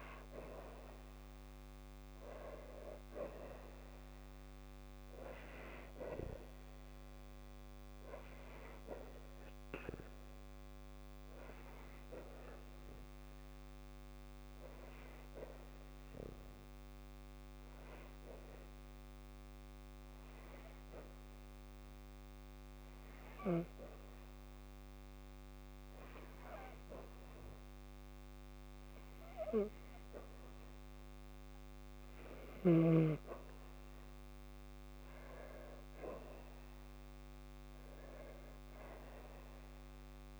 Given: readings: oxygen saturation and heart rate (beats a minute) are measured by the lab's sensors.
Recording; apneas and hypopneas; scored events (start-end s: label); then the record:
breathing in sleep by a microphone on the trachea; 1
0.00-1.50 s: arousal
10.50-23.00 s: hypopnea (oxygen 96% before, 92% lowest, heart rate 56 before, 53 extreme, up 1 after)
27.00-30.50 s: arousal
From the record:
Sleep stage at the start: N2 (light sleep); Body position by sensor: on the back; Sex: female